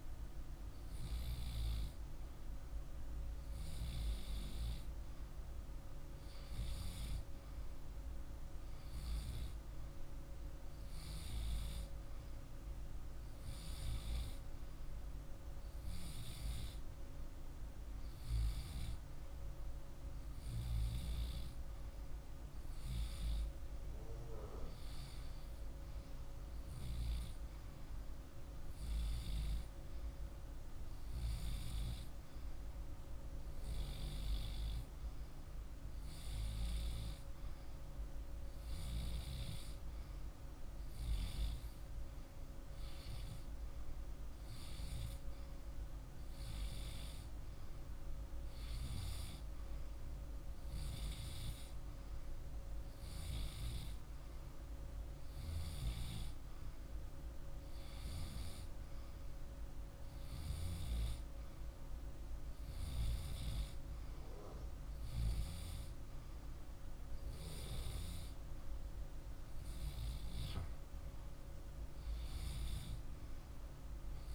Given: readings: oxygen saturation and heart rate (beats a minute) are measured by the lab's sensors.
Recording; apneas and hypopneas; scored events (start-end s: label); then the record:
breathing in sleep, hard to hear, by a room microphone; none
none scored
From the record:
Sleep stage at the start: REM sleep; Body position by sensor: on the left side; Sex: male